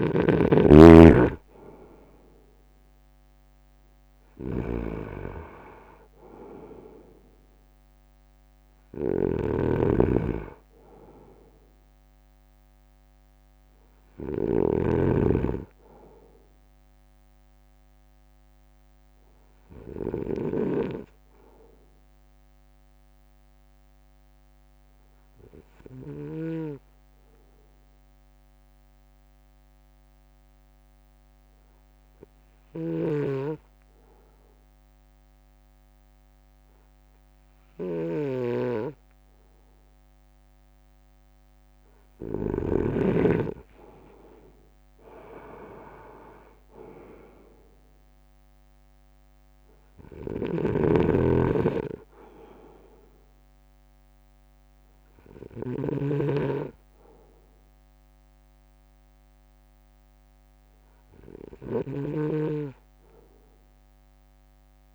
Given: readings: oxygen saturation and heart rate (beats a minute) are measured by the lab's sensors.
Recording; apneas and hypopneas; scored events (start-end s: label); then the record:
breathing in sleep by a microphone on the trachea; 1
0.00-2.50 s: arousal
0.00-20.50 s: snoring (device-marked)
3.50-21.50 s: drop in pulse transit time (device-marked, heart rate 56 before, 55 extreme)
23.50-41.00 s: obstructive apnea (oxygen 96% before, 95% lowest, heart rate 59 before, 47 extreme, up 2 after)
33.00-43.00 s: snoring (device-marked)
43.00-46.00 s: arousal
47.50-60.50 s: drop in pulse transit time (device-marked, heart rate 60 before, 47 extreme)
50.50-62.00 s: snoring (device-marked)
From the record:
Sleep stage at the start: N2 (light sleep); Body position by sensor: on the front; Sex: male